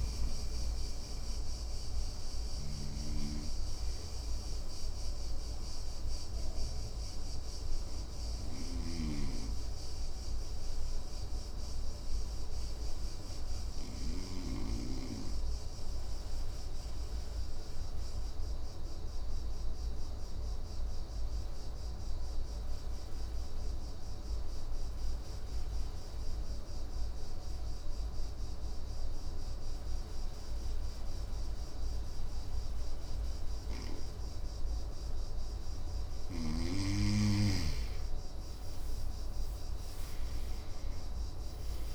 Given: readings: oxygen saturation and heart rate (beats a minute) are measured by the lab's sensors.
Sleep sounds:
breathing in sleep by a room microphone; 1
4.00-34.50 s: obstructive apnea (oxygen 98% before, 92% lowest, heart rate 62 before, 56 extreme, up 11 after)
8.00-14.00 s: snoring (device-marked)
37.50-41.95 s: arousal
40.00-41.95 s: oxygen desaturation (device-marked, oxygen 99% before, 96% lowest, heart rate 58 before, 56 extreme)
From the record:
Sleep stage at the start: N2 (light sleep); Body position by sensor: on the right side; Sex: male

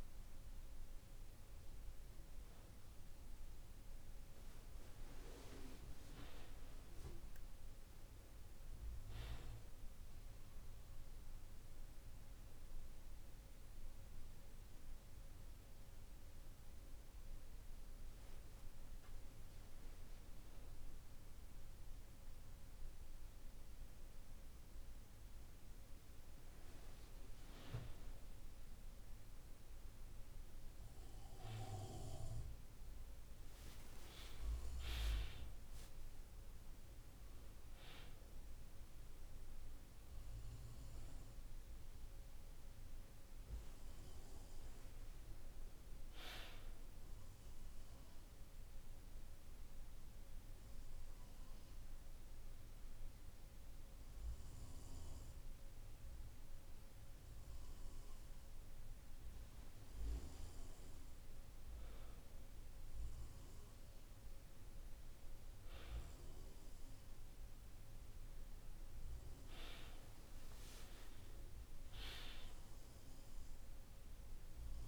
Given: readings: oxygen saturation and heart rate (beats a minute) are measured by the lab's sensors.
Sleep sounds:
a person partly awake in a sleep study, by a room microphone; 1
4.00-74.88 s: new sleep stage, N1 (lightest sleep)
33.00-37.00 s: arousal
46.50-58.50 s: central apnea (oxygen 96% before, 94% lowest, heart rate 54 before, 48 extreme, up 4 after)
61.00-64.50 s: arousal
From the record:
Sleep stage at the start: awake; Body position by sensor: on the back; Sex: male

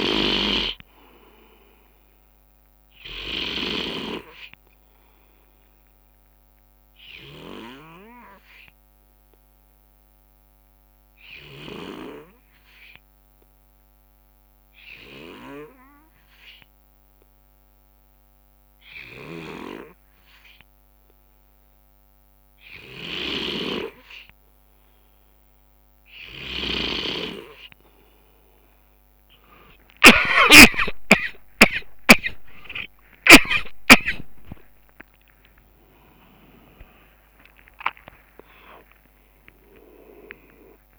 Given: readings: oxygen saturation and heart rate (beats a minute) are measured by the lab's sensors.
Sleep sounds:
a person partly awake in a sleep study, by a microphone on the trachea; 1
0.00-1.00 s: arousal
0.00-3.50 s: snoring (device-marked)
7.00-23.00 s: obstructive apnea (oxygen 93% before, 91% lowest, heart rate 69 before, 66 extreme, up 10 after)
9.50-11.50 s: long interval between heartbeats (device-marked, heart rate 68 before, 78 extreme)
23.00-33.50 s: snoring (device-marked)
25.50-40.99 s: new sleep stage, awake
29.50-40.99 s: oxygen desaturation (device-marked, oxygen 95% before, 91% lowest, heart rate 70 before, 89 extreme)
31.50-33.50 s: long interval between heartbeats (device-marked, heart rate 70 before, 84 extreme)
34.50-40.99 s: drop in pulse transit time (device-marked, heart rate 71 before, 89 extreme)
39.50-40.99 s: tachycardia (device-marked, heart rate 69 before, 117 extreme)
From the record:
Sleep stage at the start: N2 (light sleep); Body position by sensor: on the right side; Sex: male

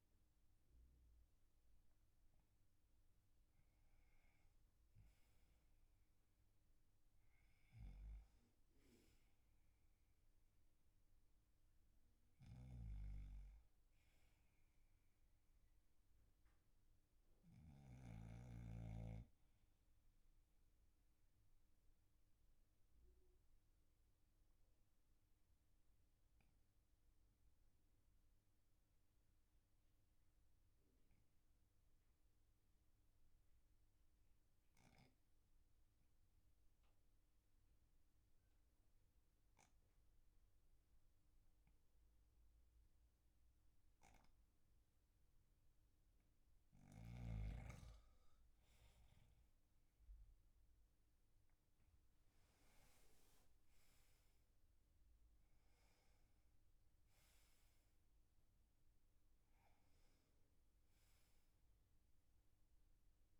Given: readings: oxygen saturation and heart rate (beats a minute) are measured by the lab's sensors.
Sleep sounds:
breathing in sleep, hard to hear, by a room microphone; 1
20.00-47.00 s: obstructive apnea (oxygen 98% before, 93% lowest, heart rate 51 before, 40 extreme, up 8 after)
50.00-54.00 s: arousal
From the record:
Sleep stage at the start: N2 (light sleep); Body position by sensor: on the back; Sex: male

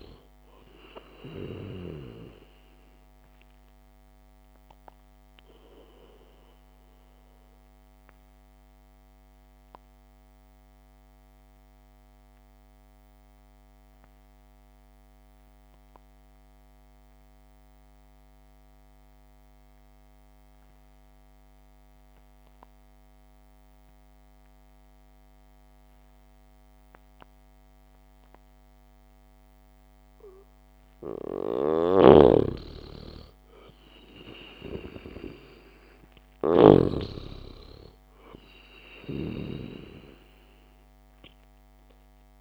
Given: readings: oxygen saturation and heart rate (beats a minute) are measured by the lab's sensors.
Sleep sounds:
breathing in sleep by a microphone on the trachea; 1
0.00-10.50 s: oxygen desaturation (device-marked, oxygen 93% lowest, heart rate 58 extreme)
5.00-32.00 s: obstructive apnea (oxygen 98% before, 92% lowest, heart rate 62 before, 56 extreme, up 2 after)
32.00-37.50 s: snoring (device-marked)
33.00-36.00 s: arousal
37.50-42.41 s: oxygen desaturation (device-marked, oxygen 98% before, 93% lowest, heart rate 62 before, 60 extreme)
From the record:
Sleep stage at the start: N2 (light sleep); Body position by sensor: on the back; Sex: male

